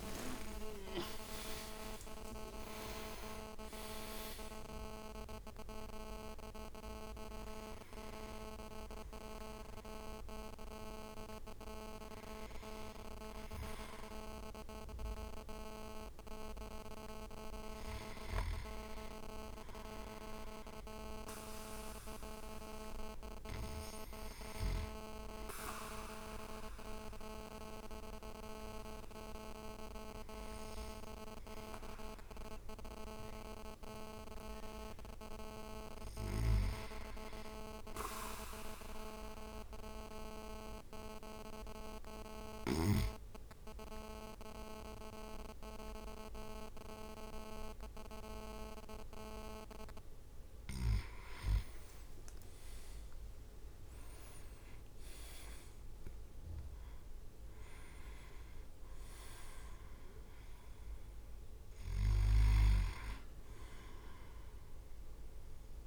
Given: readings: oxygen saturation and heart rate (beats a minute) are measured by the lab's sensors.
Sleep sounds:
breathing in sleep by a room microphone; 1
0.00-2.00 s: leg movement (device-marked)
0.00-12.00 s: drop in pulse transit time (device-marked)
1.50-3.50 s: long interval between heartbeats (device-marked)
34.00-36.50 s: arousal
39.50-51.50 s: hypopnea (oxygen 100% before, 97% lowest, heart rate 54 before, 52 extreme, up 14 after)
52.00-55.50 s: arousal
53.00-55.50 s: leg movement (device-marked)
53.00-64.00 s: drop in pulse transit time (device-marked, heart rate 56 before, 56 extreme)
From the record:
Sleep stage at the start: N2 (light sleep); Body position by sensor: on the back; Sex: male

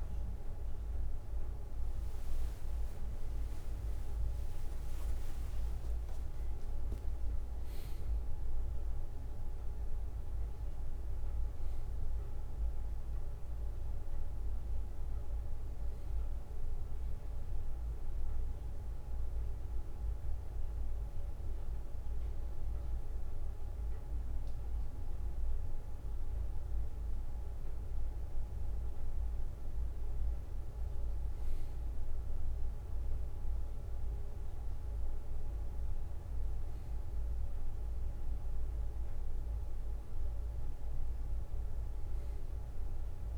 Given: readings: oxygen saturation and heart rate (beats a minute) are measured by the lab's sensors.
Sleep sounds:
a person partly awake in a sleep study, hard to hear, by a room microphone; none
2.50-4.50 s: long interval between heartbeats (device-marked, heart rate 63 before, 92 extreme)
4.50-7.50 s: leg movement (device-marked)
12.00-43.38 s: new sleep stage, N1 (lightest sleep)
From the record:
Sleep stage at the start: awake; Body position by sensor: on the back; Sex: male

